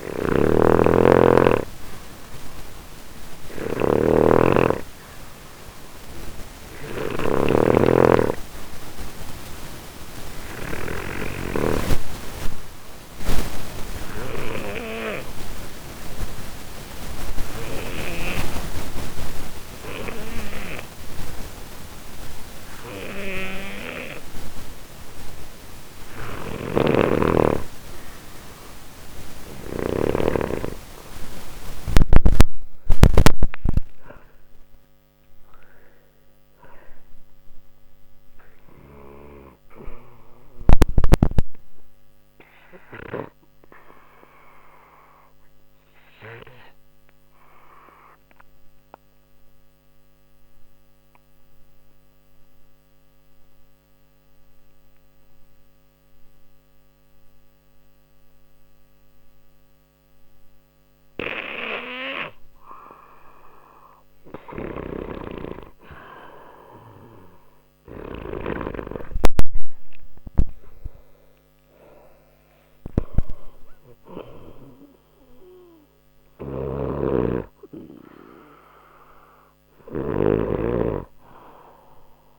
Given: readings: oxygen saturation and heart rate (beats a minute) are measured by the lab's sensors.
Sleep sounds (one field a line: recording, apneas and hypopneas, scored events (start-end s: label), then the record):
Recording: breathing in sleep by a microphone on the trachea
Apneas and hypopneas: 2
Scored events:
0.00-10.50 s: snoring (device-marked)
10.00-26.00 s: obstructive apnea (oxygen 95% before, 91% lowest, heart rate 61 before, 60 extreme, up 0 after)
26.00-29.50 s: snoring (device-marked)
31.00-36.00 s: arousal
41.00-63.00 s: obstructive apnea (oxygen 94% before, 91% lowest, heart rate 61 before, 59 extreme, up 2 after)
64.00-68.00 s: snoring (device-marked)
68.00-71.50 s: arousal
76.00-82.39 s: snoring (device-marked)
From the record:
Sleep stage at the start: N2 (light sleep)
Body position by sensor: on the left side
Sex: male